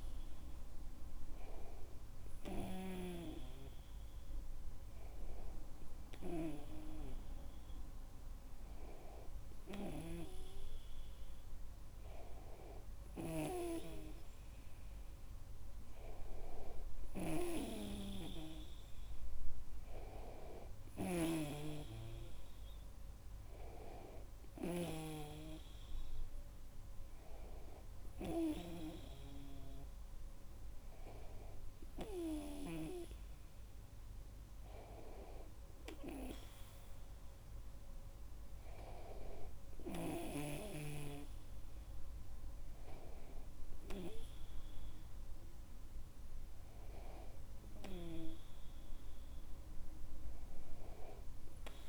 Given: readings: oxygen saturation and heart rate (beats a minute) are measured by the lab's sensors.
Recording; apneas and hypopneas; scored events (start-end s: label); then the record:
breathing in sleep by a room microphone; none
0.00-3.50 s: snoring (device-marked)
13.50-25.50 s: snoring (device-marked)
From the record:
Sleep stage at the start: REM sleep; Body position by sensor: on the back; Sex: male